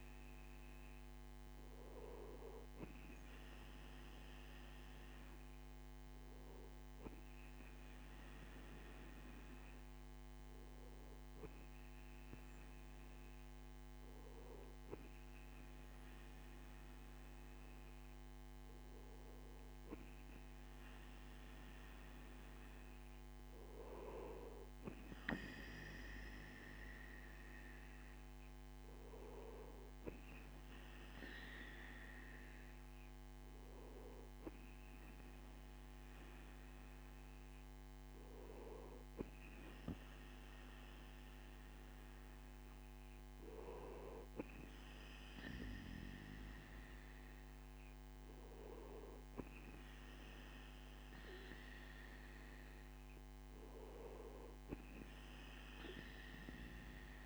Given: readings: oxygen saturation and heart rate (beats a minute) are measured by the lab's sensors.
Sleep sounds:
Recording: breathing in sleep by a microphone on the trachea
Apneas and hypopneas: none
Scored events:
none scored
From the record:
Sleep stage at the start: N2 (light sleep)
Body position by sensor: on the right side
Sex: male

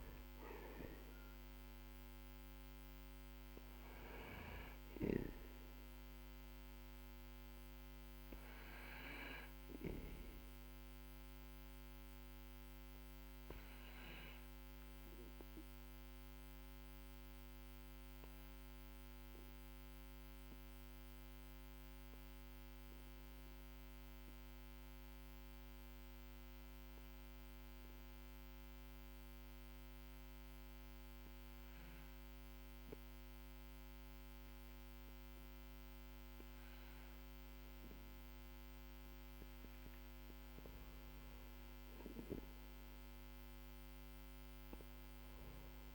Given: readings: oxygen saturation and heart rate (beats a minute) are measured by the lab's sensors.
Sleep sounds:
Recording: breathing in sleep by a microphone on the trachea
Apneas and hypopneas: 1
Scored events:
9.50-38.00 s: obstructive apnea (oxygen 97% before, 93% lowest, heart rate 53 before, 45 extreme, up 15 after)
40.50-45.95 s: arousal
From the record:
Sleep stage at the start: N2 (light sleep)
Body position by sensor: on the right side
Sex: male

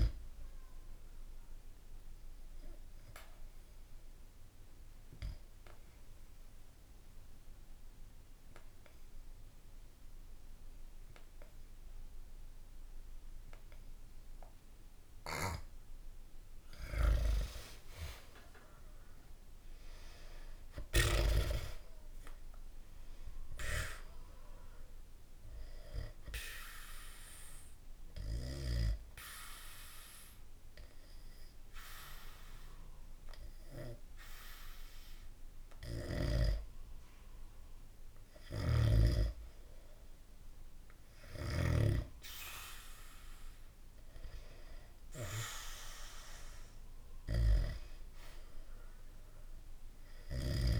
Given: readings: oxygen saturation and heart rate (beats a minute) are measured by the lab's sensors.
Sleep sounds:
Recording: breathing in sleep by a room microphone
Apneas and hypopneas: 2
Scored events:
0.00-14.00 s: oxygen desaturation (device-marked, oxygen 91% lowest, heart rate 63 extreme)
1.00-15.50 s: obstructive apnea (oxygen 98% before, 91% lowest, heart rate 65 before, 63 extreme, up 0 after)
16.50-20.00 s: arousal
26.00-41.00 s: obstructive apnea (oxygen 98% before, 91% lowest, heart rate 67 before, 63 extreme, up 2 after)
29.00-40.00 s: oxygen desaturation (device-marked, oxygen 98% before, 93% lowest, heart rate 66 before, 63 extreme)
43.00-47.00 s: arousal
From the record:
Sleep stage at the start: N2 (light sleep)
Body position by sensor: on the back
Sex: male

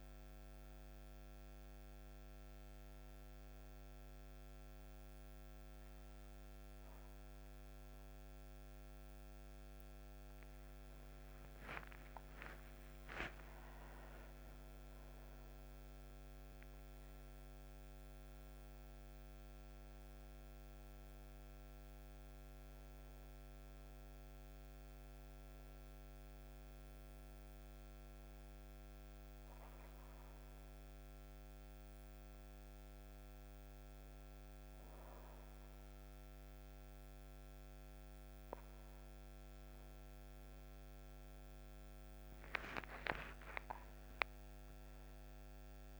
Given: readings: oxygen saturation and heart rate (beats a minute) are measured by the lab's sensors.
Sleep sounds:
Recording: a person partly awake in a sleep study, hard to hear, by a microphone on the trachea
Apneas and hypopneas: 1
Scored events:
0.00-4.50 s: oxygen desaturation (device-marked, oxygen 89% lowest)
1.50-46.00 s: new sleep stage, N1 (lightest sleep)
27.50-37.50 s: hypopnea (oxygen 99% before, 93% lowest)
From the record:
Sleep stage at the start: awake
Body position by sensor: on the right side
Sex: female

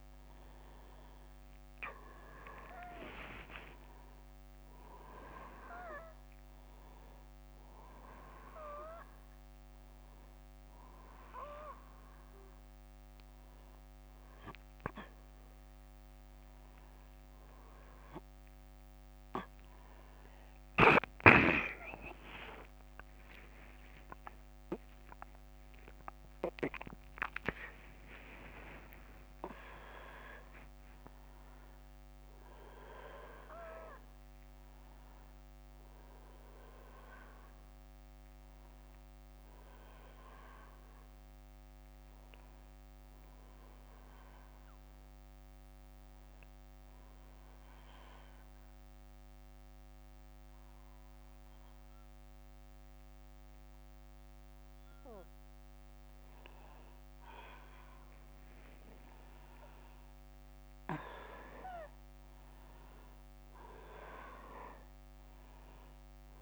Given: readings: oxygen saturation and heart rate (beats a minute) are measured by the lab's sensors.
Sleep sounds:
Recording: a person partly awake in a sleep study, by a microphone on the trachea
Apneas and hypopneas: 1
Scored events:
28.00-66.42 s: new sleep stage, N1 (lightest sleep)
45.00-56.00 s: obstructive apnea (oxygen 98% before, 93% lowest, heart rate 88 before, 34 extreme, up 20 after)
57.50-60.50 s: arousal
61.00-66.42 s: oxygen desaturation (device-marked, oxygen 96% before, 93% lowest)
From the record:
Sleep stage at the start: awake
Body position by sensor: on the back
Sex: male

